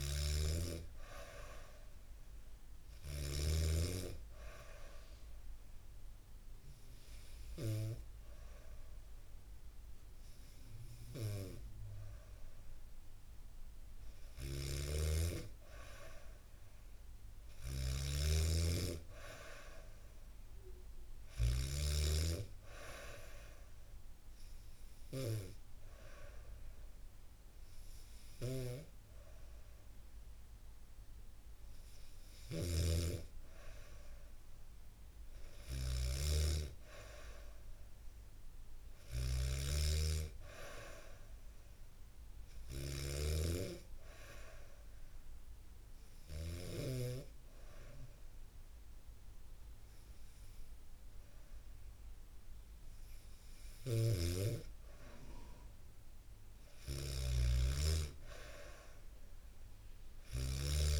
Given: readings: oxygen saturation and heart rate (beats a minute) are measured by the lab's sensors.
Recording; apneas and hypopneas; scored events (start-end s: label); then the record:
breathing in sleep by a room microphone; 3
0.00-3.00 s: snoring (device-marked)
3.00-14.00 s: hypopnea (oxygen 95% before, 92% lowest, heart rate 72 before, 68 extreme, up 2 after)
13.50-21.00 s: snoring (device-marked)
16.50-19.00 s: arousal
22.00-34.00 s: hypopnea (oxygen 94% before, 92% lowest, heart rate 71 before, 67 extreme, up 0 after)
27.50-46.50 s: snoring (device-marked)
37.00-40.50 s: arousal
43.50-54.50 s: hypopnea (oxygen 95% before, 92% lowest, heart rate 70 before, 70 extreme, up 3 after)
53.00-61.00 s: snoring (device-marked)
55.00-59.00 s: arousal
From the record:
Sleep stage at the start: N2 (light sleep); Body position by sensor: on the back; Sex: female